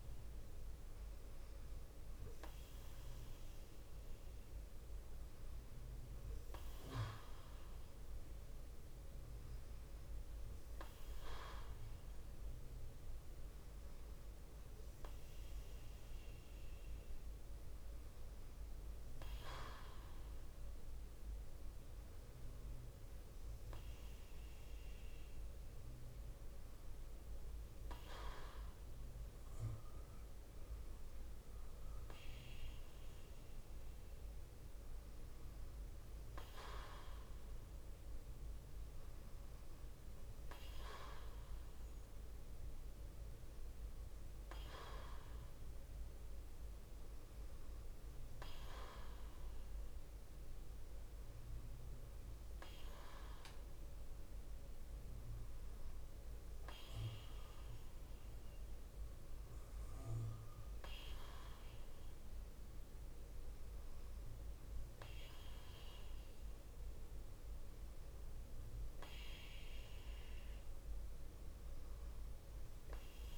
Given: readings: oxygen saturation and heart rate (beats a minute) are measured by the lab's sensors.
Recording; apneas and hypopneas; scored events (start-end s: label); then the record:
breathing in sleep by a room microphone; none
none scored
From the record:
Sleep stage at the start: N2 (light sleep); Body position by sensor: on the left side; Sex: female